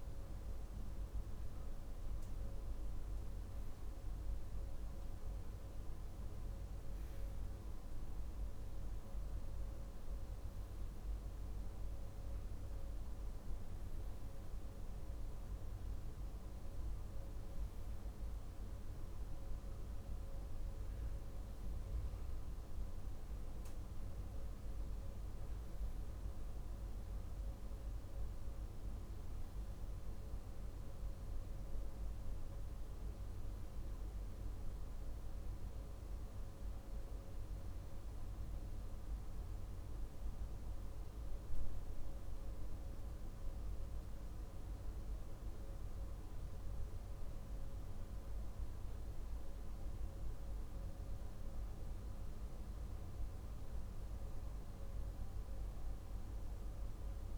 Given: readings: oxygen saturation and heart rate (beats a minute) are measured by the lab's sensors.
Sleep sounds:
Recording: breathing in sleep, hard to hear, by a room microphone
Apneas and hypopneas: none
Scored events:
none scored
From the record:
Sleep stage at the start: REM sleep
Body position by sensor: on the left side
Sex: male

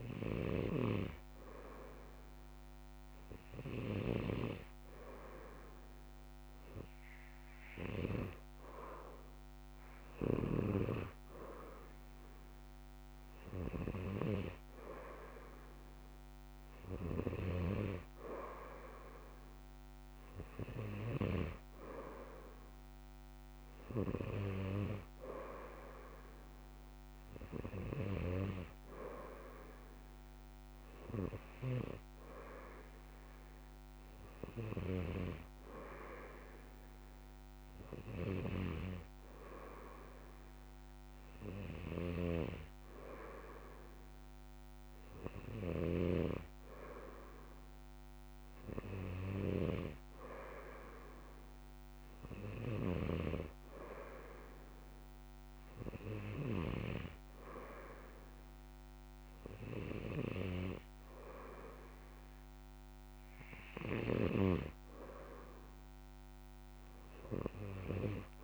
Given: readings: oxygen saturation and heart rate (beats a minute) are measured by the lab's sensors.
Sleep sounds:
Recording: breathing in sleep by a microphone on the trachea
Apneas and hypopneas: none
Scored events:
0.50-4.50 s: snoring (device-marked)
42.00-50.00 s: snoring (device-marked)
From the record:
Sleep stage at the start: N2 (light sleep)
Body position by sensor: on the back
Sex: male

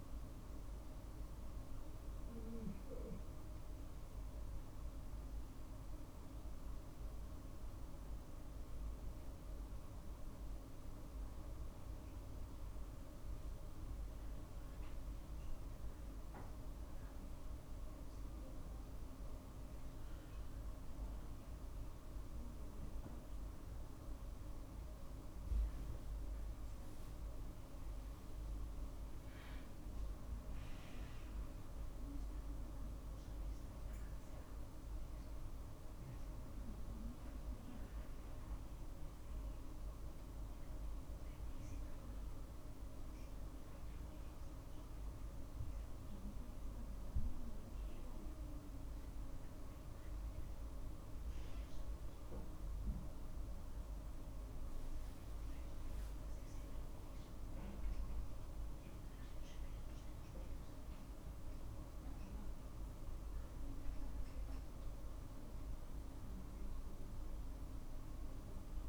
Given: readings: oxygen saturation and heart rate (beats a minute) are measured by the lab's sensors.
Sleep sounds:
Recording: breathing in sleep, hard to hear, by a room microphone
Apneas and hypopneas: none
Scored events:
1.00-68.89 s: new sleep stage, N2 (light sleep)
22.00-41.00 s: drop in pulse transit time (device-marked, heart rate 50 before, 50 extreme)
57.00-68.00 s: drop in pulse transit time (device-marked, heart rate 51 before, 51 extreme)
From the record:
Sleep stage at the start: N1 (lightest sleep)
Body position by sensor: on the right side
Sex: male

